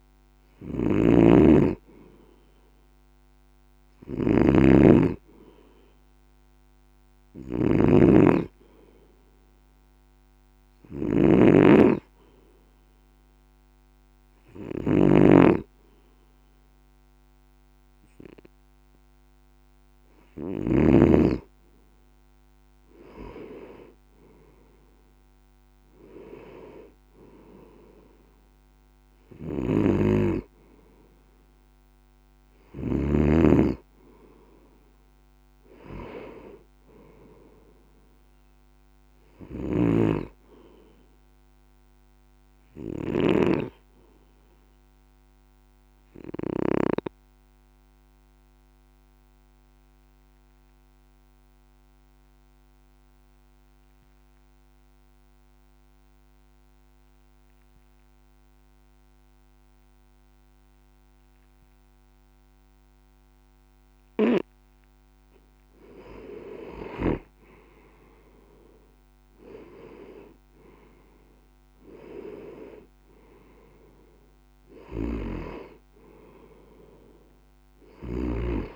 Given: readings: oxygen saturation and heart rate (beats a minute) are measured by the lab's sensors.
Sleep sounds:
breathing in sleep by a microphone on the trachea; 2
0.00-20.50 s: snoring (device-marked)
8.50-21.00 s: hypopnea (oxygen 96% before, 92% lowest, heart rate 49 before, 48 extreme, up 4 after)
23.00-26.50 s: arousal
29.00-33.00 s: snoring (device-marked)
29.00-55.00 s: oxygen desaturation (device-marked, oxygen 96% before, 92% lowest, heart rate 49 before, 46 extreme)
39.50-46.50 s: snoring (device-marked)
46.00-65.00 s: obstructive apnea (oxygen 96% before, 92% lowest, heart rate 50 before, 47 extreme, up 7 after)
67.00-72.50 s: arousal
From the record:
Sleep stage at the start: N2 (light sleep); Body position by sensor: on the back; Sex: male

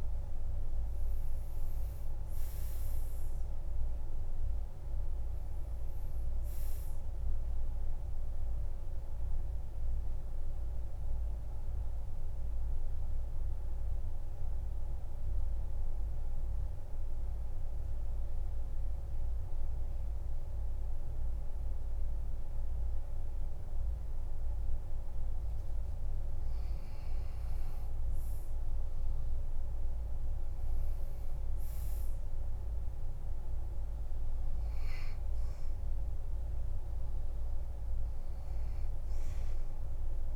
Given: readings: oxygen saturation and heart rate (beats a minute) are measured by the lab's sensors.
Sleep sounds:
breathing in sleep, hard to hear, by a room microphone; 1
0.00-24.50 s: oxygen desaturation (device-marked, oxygen 91% lowest, heart rate 46 extreme)
8.00-25.50 s: mixed apnea (oxygen 98% before, 91% lowest, heart rate 56 before, 46 extreme, up 9 after)
25.50-29.50 s: arousal
From the record:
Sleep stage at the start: N2 (light sleep); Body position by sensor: on the back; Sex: male

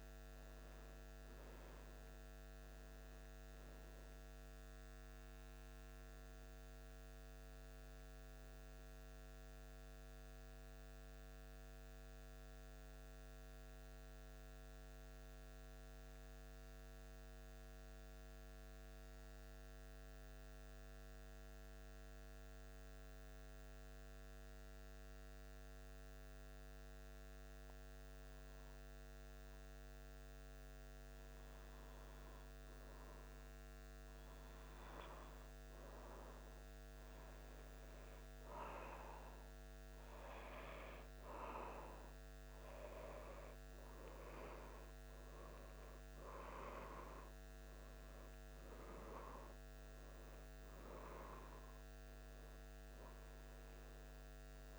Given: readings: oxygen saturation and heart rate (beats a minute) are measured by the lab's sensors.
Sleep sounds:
breathing in sleep by a microphone on the trachea; 1
9.50-31.50 s: mixed apnea (oxygen 94% before, 92% lowest, heart rate 77 before, 75 extreme, up 2 after)
33.50-39.00 s: arousal
From the record:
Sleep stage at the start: N2 (light sleep); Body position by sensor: on the back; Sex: male

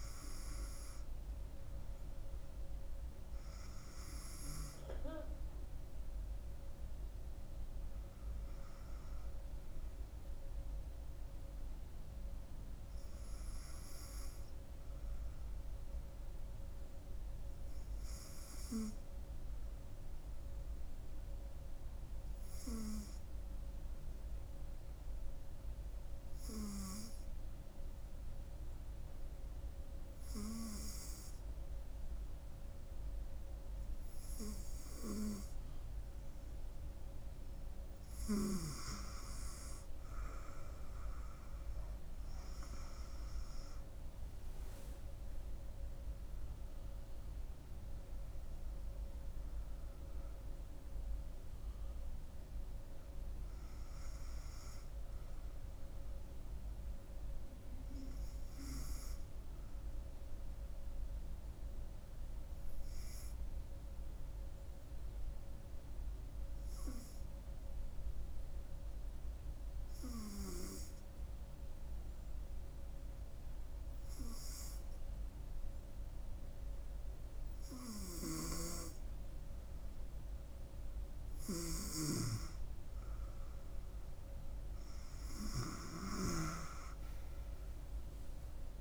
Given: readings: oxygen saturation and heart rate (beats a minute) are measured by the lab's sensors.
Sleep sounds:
breathing in sleep by a room microphone; 2
20.50-36.00 s: hypopnea (oxygen 96% before, 94% lowest, heart rate 69 before, 68 extreme, up 6 after)
37.00-39.00 s: arousal
39.50-58.50 s: oxygen desaturation (device-marked, oxygen 97% before, 94% lowest, heart rate 69 before, 66 extreme)
60.50-79.00 s: hypopnea (oxygen 97% before, 94% lowest, heart rate 75 before, 65 extreme, up 6 after)
82.50-88.81 s: oxygen desaturation (device-marked, oxygen 98% before, 94% lowest, heart rate 68 before, 64 extreme)
87.50-88.81 s: arousal
From the record:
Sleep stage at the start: N2 (light sleep); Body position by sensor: on the front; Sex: female

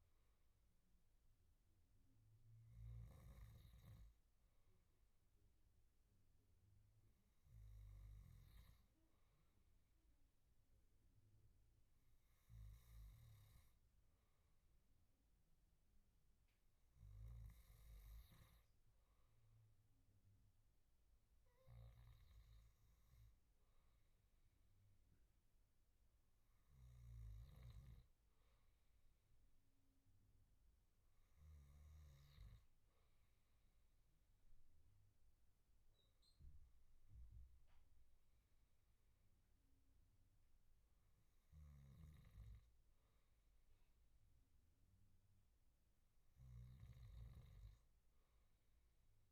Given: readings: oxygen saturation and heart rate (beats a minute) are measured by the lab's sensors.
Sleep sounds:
breathing in sleep, hard to hear, by a room microphone; none
none scored
From the record:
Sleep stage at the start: N2 (light sleep); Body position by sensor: on the back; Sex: male

